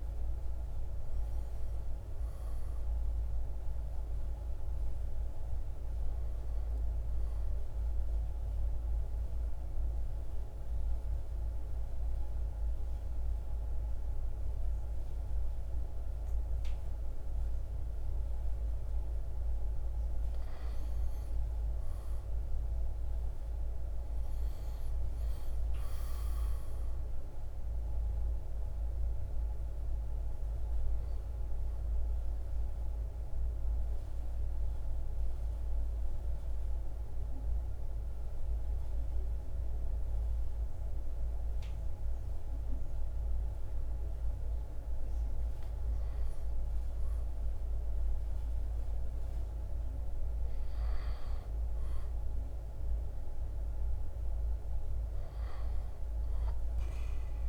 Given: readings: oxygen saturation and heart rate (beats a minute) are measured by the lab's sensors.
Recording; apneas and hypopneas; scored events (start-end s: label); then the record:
breathing in sleep, hard to hear, by a room microphone; 2
8.00-19.00 s: central apnea (oxygen 95% before, 91% lowest, heart rate 64 before, 59 extreme, up 7 after)
22.50-26.50 s: arousal
29.50-42.50 s: drop in pulse transit time (device-marked, heart rate 64 before, 59 extreme)
29.50-54.50 s: oxygen desaturation (device-marked, oxygen 95% before, 91% lowest, heart rate 64 before, 58 extreme)
33.00-44.50 s: central apnea (oxygen 95% before, 91% lowest, heart rate 65 before, 58 extreme, up 2 after)
55.50-57.49 s: arousal
From the record:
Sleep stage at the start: N1 (lightest sleep); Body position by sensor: on the right side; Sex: male